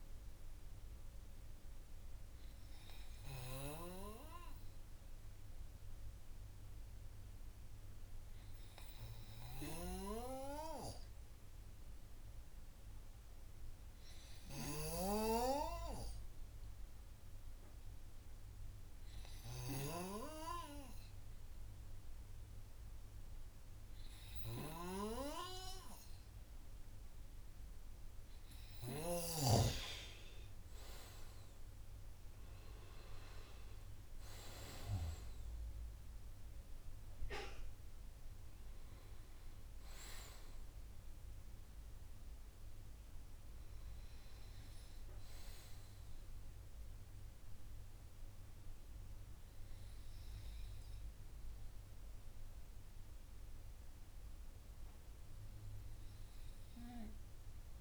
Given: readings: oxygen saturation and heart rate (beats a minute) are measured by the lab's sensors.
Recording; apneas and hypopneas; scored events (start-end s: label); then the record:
breathing in sleep by a room microphone; 1
13.00-26.00 s: hypopnea (oxygen 98% before, 95% lowest, heart rate 64 before, 55 extreme, up 7 after)
28.50-31.50 s: arousal
From the record:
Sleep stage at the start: N2 (light sleep); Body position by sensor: on the right side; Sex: male